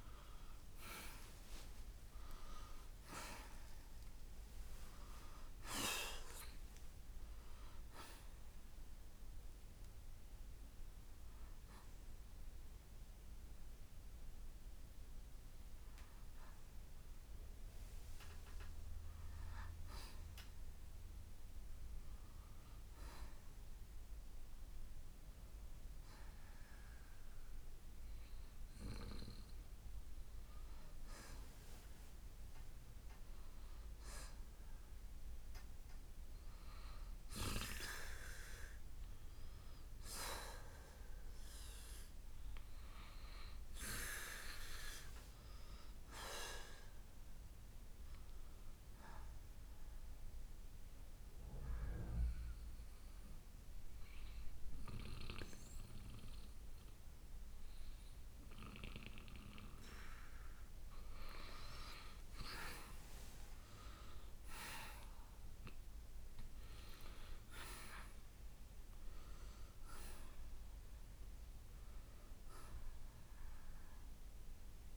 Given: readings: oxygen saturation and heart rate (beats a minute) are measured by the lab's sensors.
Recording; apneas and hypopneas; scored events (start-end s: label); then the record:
breathing in sleep by a room microphone; 1
0.00-3.50 s: arousal
0.00-5.00 s: oxygen desaturation (device-marked, oxygen 89% lowest, heart rate 63 extreme)
7.00-24.00 s: oxygen desaturation (device-marked, oxygen 92% before, 85% lowest, heart rate 66 before, 56 extreme)
26.00-74.97 s: new sleep stage, N2 (light sleep)
33.00-41.00 s: oxygen desaturation (device-marked, oxygen 94% before, 90% lowest, heart rate 69 before, 51 extreme)
43.50-47.00 s: arousal
51.00-61.00 s: obstructive apnea (oxygen 94% before, 83% lowest, heart rate 62 before, 57 extreme, up 16 after)
63.00-66.50 s: arousal
From the record:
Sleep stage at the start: N1 (lightest sleep); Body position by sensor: on the right side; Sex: male